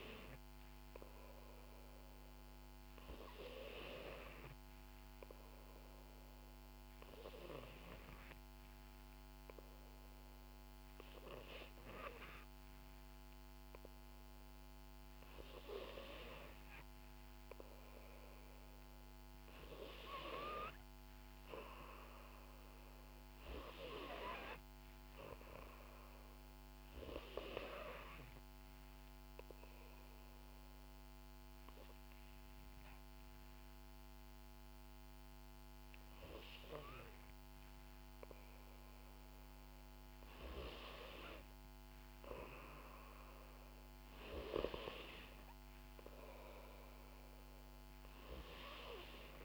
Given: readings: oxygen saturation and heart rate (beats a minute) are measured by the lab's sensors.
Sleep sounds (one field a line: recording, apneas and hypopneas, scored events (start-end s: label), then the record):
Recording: breathing in sleep by a microphone on the trachea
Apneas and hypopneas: 2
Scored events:
2.50-15.00 s: obstructive apnea (oxygen 95% before, 91% lowest, heart rate 61 before, 58 extreme, up 2 after)
16.50-20.00 s: arousal
28.00-40.00 s: hypopnea (oxygen 93% before, 91% lowest, heart rate 62 before, 58 extreme, up 5 after)
42.00-46.00 s: arousal
From the record:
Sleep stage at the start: N2 (light sleep)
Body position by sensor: on the back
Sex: female